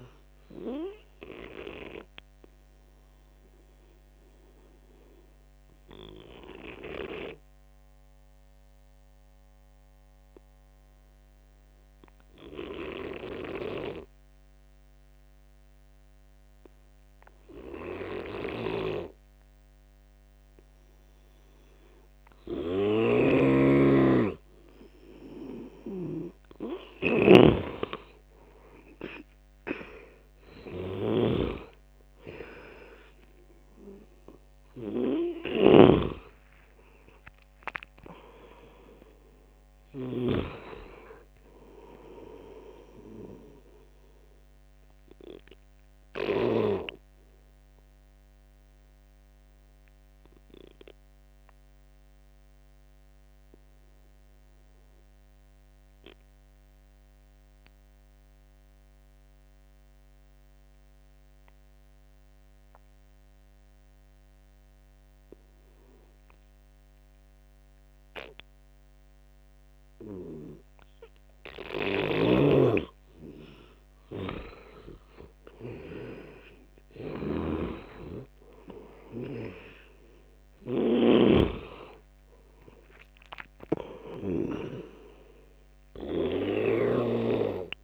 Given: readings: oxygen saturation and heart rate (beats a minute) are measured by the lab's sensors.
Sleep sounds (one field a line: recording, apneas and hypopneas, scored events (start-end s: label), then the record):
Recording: breathing in sleep by a microphone on the trachea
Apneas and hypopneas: 2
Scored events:
3.00-23.50 s: obstructive apnea (oxygen 92% before, 89% lowest, heart rate 84 before, 72 extreme, up 16 after)
23.50-28.00 s: snoring (device-marked)
26.00-30.00 s: arousal
27.50-56.50 s: oxygen desaturation (device-marked, oxygen 98% before, 89% lowest, heart rate 75 before, 68 extreme)
46.00-71.50 s: obstructive apnea (oxygen 98% before, 87% lowest, heart rate 87 before, 68 extreme, up 9 after)
64.50-87.83 s: oxygen desaturation (device-marked, oxygen 99% before, 87% lowest, heart rate 76 before, 70 extreme)
74.50-78.50 s: arousal
From the record:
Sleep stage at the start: N2 (light sleep)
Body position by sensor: on the right side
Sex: male